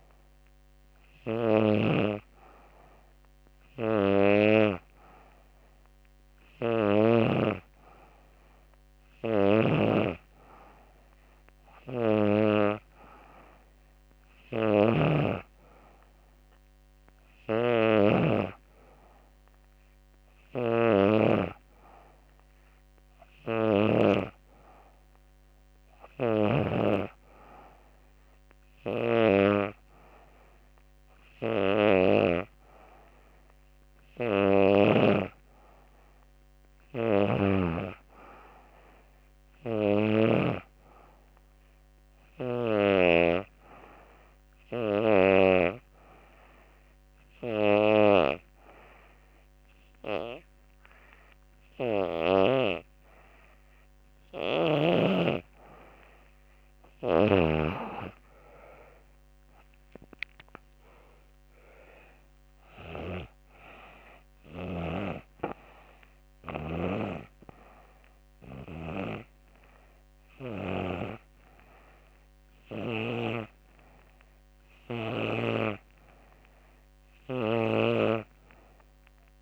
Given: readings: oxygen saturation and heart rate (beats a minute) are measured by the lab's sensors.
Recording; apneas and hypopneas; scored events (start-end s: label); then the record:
breathing in sleep by a microphone on the trachea; 1
42.50-53.50 s: hypopnea (oxygen 93% before, 86% lowest, heart rate 85 before, 84 extreme, up 5 after)
57.50-61.00 s: arousal
59.50-76.50 s: oxygen desaturation (device-marked, oxygen 93% before, 86% lowest, heart rate 86 before, 85 extreme)
From the record:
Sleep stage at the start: N2 (light sleep); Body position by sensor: on the back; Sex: female